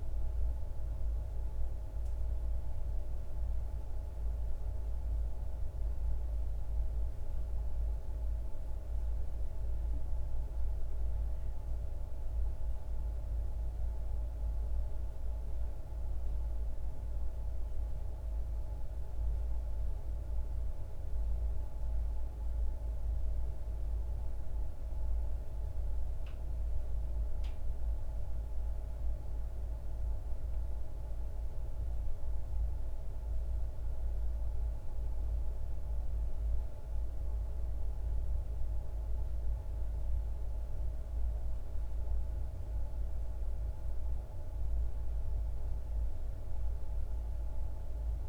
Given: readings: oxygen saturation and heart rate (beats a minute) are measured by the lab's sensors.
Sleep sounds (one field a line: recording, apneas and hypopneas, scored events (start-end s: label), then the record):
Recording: a person awake in a sleep study, hard to hear, by a room microphone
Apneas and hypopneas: none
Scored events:
none scored
From the record:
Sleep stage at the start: awake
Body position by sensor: on the back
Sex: male